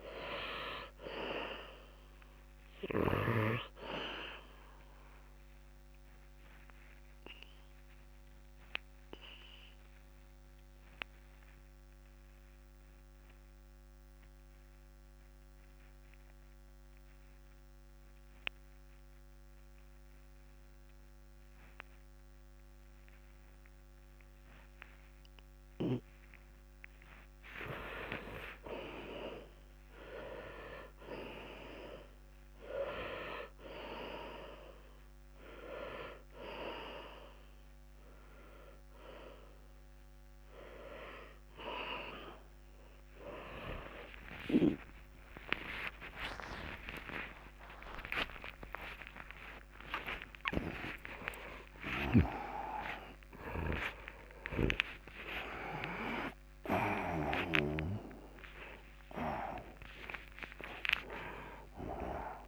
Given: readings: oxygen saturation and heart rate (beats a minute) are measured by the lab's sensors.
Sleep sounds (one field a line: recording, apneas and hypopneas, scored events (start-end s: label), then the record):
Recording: a person partly awake in a sleep study, by a microphone on the trachea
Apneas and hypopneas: 1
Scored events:
0.00-1.00 s: arousal
1.00-23.00 s: oxygen desaturation (device-marked, oxygen 98% before, 84% lowest, heart rate 62 before, 57 extreme)
5.50-27.50 s: obstructive apnea (oxygen 98% before, 82% lowest, heart rate 62 before, 57 extreme, up 3 after)
25.00-54.00 s: oxygen desaturation (device-marked, oxygen 98% before, 82% lowest, heart rate 64 before, 58 extreme)
44.50-46.50 s: long interval between heartbeats (device-marked, heart rate 60 before, 82 extreme)
46.00-62.48 s: new sleep stage, awake
46.50-48.50 s: long interval between heartbeats (device-marked, heart rate 64 before, 124 extreme)
49.00-51.00 s: long interval between heartbeats (device-marked, heart rate 75 before, 165 extreme)
53.50-55.50 s: long interval between heartbeats (device-marked, heart rate 95 before, 121 extreme)
54.50-58.00 s: snoring (device-marked)
60.00-62.00 s: long interval between heartbeats (device-marked, heart rate 110 before, 89 extreme)
From the record:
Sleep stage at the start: N2 (light sleep)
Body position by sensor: on the left side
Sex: male